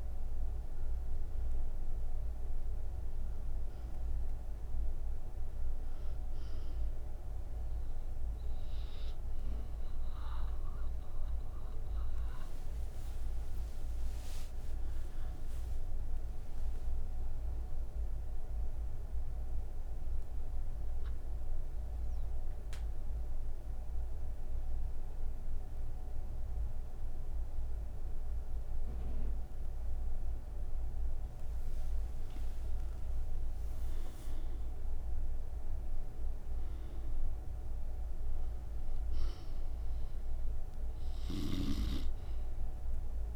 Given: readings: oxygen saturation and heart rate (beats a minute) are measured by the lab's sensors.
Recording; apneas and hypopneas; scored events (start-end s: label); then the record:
breathing in sleep, hard to hear, by a room microphone; 1
2.00-20.00 s: oxygen desaturation (device-marked, oxygen 95% before, 90% lowest, heart rate 61 before, 58 extreme)
19.50-32.50 s: obstructive apnea (oxygen 95% before, 90% lowest, heart rate 56 before, 55 extreme, up 2 after)
From the record:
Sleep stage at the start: N3 (deep sleep); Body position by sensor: on the right side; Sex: female